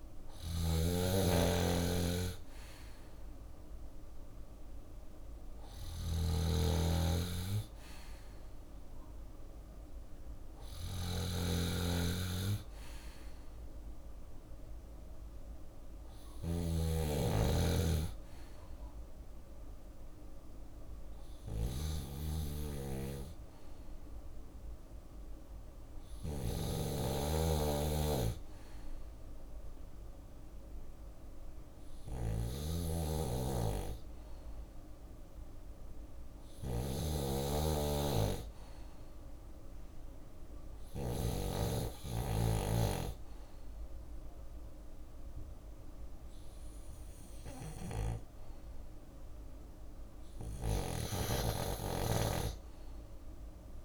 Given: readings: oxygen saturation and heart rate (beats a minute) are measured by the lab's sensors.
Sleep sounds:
breathing in sleep by a room microphone; 1
0.00-2.50 s: bradycardia (device-marked, heart rate 62 extreme)
0.00-7.50 s: drop in pulse transit time (device-marked, heart rate 58 extreme)
0.00-40.50 s: snoring (device-marked)
23.50-27.00 s: arousal
31.00-49.00 s: obstructive apnea (oxygen 97% before, 95% lowest, heart rate 63 before, 61 extreme, up 2 after)
49.50-53.85 s: snoring (device-marked)
51.50-53.85 s: arousal
From the record:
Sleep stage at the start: N2 (light sleep); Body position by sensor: on the left side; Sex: male

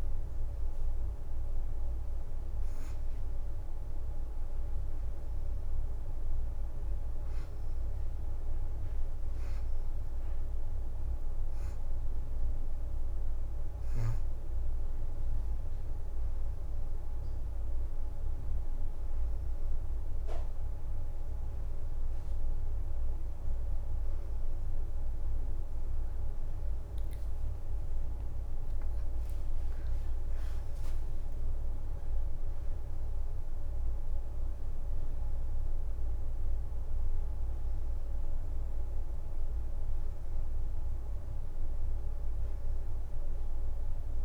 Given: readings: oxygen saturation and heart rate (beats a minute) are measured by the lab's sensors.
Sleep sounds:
breathing in sleep, hard to hear, by a room microphone; none
11.00-19.00 s: oxygen desaturation (device-marked, oxygen 93% before, 89% lowest, heart rate 86 before, 84 extreme)
29.00-32.00 s: leg movement (device-marked)
29.50-33.50 s: arousal
From the record:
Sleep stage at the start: N2 (light sleep); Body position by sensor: on the back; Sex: female

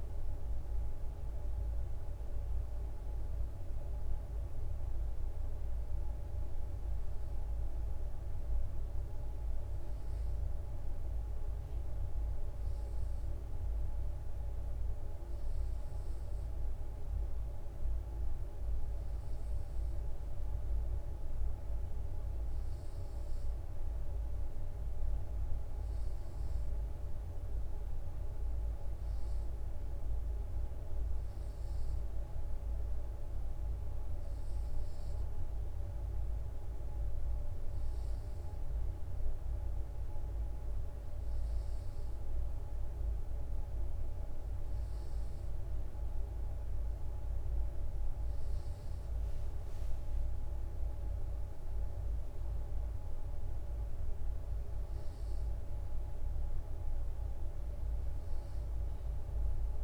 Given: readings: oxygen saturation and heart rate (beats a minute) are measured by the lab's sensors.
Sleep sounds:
breathing in sleep, hard to hear, by a room microphone; none
0.00-59.84 s: bradycardia (device-marked, heart rate 48 extreme)
From the record:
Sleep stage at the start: N2 (light sleep); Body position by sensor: on the left side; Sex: male

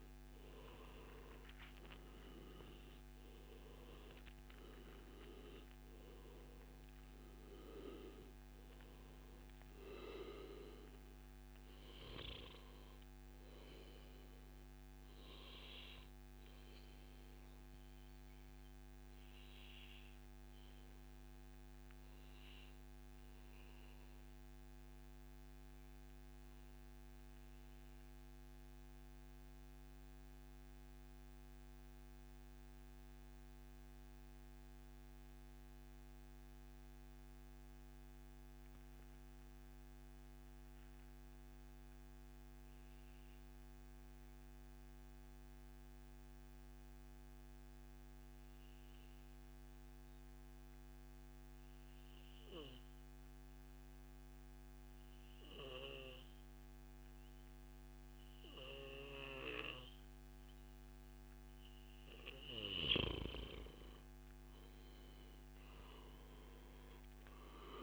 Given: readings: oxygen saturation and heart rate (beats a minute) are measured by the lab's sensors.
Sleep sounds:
breathing in sleep by a microphone on the trachea; 1
0.00-1.50 s: arousal
0.00-31.00 s: oxygen desaturation (device-marked, oxygen 92% lowest, heart rate 132 extreme)
19.50-61.00 s: mixed apnea (oxygen 97% before, 91% lowest, heart rate 139 before, 113 extreme, up 0 after)
61.00-67.83 s: oxygen desaturation (device-marked, oxygen 98% before, 91% lowest, heart rate 143 before, 78 extreme)
63.00-67.50 s: arousal
From the record:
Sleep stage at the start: N2 (light sleep); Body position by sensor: on the back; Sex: male

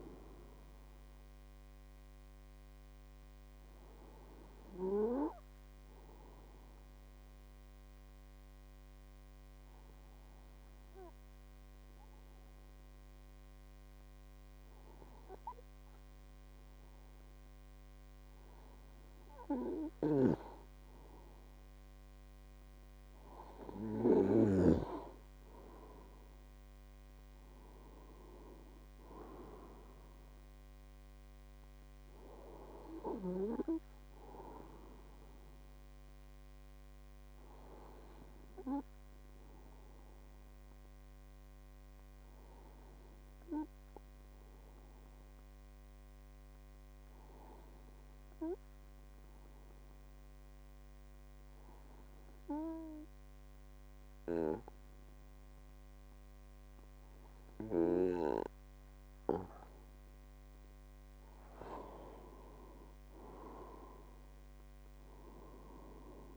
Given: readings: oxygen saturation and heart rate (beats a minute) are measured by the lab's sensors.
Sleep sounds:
breathing in sleep by a microphone on the trachea; 2
1.00-19.50 s: obstructive apnea (oxygen 96% before, 93% lowest, heart rate 53 before, 50 extreme, up 6 after)
20.50-24.50 s: arousal
34.00-59.50 s: obstructive apnea (oxygen 97% before, 93% lowest, heart rate 54 before, 50 extreme, up 7 after)
62.00-65.00 s: arousal
From the record:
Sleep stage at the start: N2 (light sleep); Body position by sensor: on the right side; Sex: male

